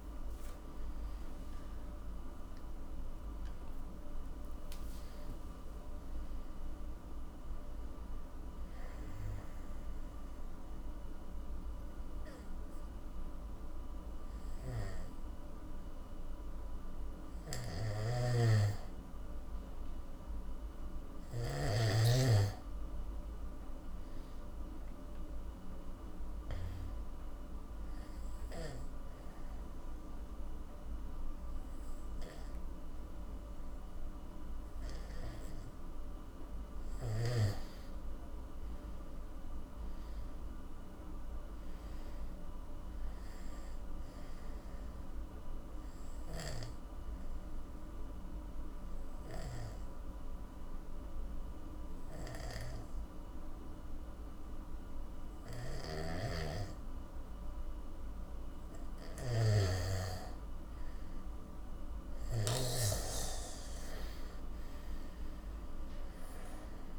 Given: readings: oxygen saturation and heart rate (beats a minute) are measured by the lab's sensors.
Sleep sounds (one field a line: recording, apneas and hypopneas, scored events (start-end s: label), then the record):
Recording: breathing in sleep by a room microphone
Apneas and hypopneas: 3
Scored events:
1.00-5.50 s: arousal
4.00-22.00 s: oxygen desaturation (device-marked, oxygen 97% before, 88% lowest, heart rate 62 before, 50 extreme)
10.00-21.00 s: obstructive apnea (oxygen 97% before, 88% lowest, heart rate 69 before, 50 extreme, up 13 after)
17.50-21.50 s: snoring (device-marked)
23.50-26.50 s: arousal
27.50-37.50 s: obstructive apnea (oxygen 98% before, 89% lowest, heart rate 61 before, 48 extreme, up 20 after)
39.50-43.00 s: arousal
46.00-58.00 s: oxygen desaturation (device-marked, oxygen 96% before, 91% lowest, heart rate 62 before, 47 extreme)
46.50-59.00 s: obstructive apnea (oxygen 98% before, 88% lowest, heart rate 62 before, 47 extreme, up 32 after)
55.50-62.50 s: snoring (device-marked)
61.00-64.00 s: arousal
65.00-66.99 s: oxygen desaturation (device-marked, oxygen 97% before, 89% lowest, heart rate 57 before, 47 extreme)
From the record:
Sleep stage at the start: N2 (light sleep)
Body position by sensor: on the back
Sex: male